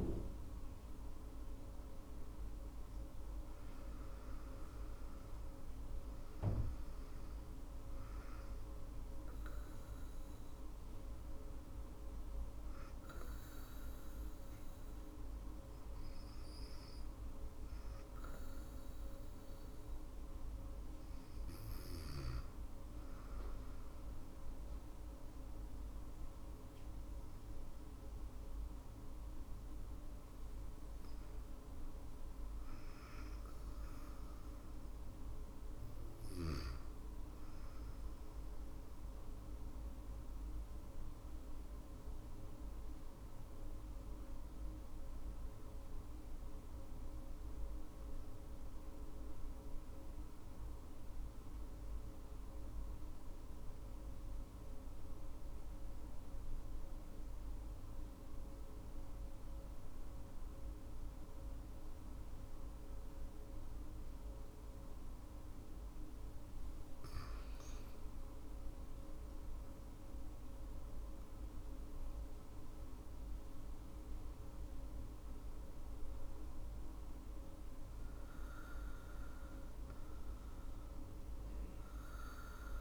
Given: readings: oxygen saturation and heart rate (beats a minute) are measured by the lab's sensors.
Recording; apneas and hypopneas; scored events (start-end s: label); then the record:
breathing in sleep, hard to hear, by a room microphone; 1
0.00-1.00 s: oxygen desaturation (device-marked, oxygen 96% lowest, heart rate 54 extreme)
0.00-6.00 s: drop in pulse transit time (device-marked, heart rate 54 extreme)
29.50-33.50 s: arousal
30.00-40.00 s: drop in pulse transit time (device-marked, heart rate 55 before, 57 extreme)
37.50-65.00 s: obstructive apnea (oxygen 100% before, 93% lowest, heart rate 59 before, 51 extreme, up 12 after)
51.00-59.00 s: drop in pulse transit time (device-marked, heart rate 60 before, 68 extreme)
57.00-82.81 s: oxygen desaturation (device-marked, oxygen 99% before, 93% lowest, heart rate 62 before, 54 extreme)
66.50-71.00 s: arousal
68.00-80.00 s: drop in pulse transit time (device-marked, heart rate 67 before, 56 extreme)
74.00-82.81 s: new sleep stage, REM sleep
From the record:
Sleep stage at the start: N2 (light sleep); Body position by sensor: on the back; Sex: female